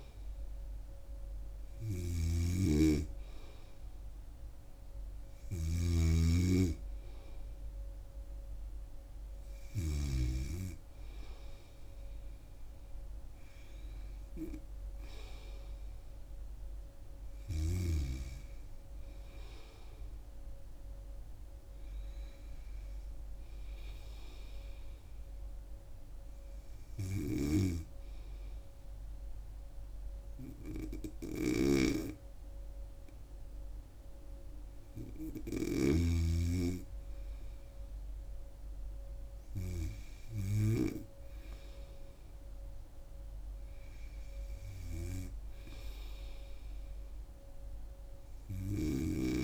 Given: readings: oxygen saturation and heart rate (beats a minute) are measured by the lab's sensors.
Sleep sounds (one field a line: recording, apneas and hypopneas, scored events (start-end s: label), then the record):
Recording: breathing in sleep by a room microphone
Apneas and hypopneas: none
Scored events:
0.00-10.50 s: snoring (device-marked)
0.00-16.50 s: oxygen desaturation (device-marked, oxygen 89% lowest, heart rate 76 extreme)
42.50-46.50 s: arousal
From the record:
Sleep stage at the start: N2 (light sleep)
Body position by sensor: on the right side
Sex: female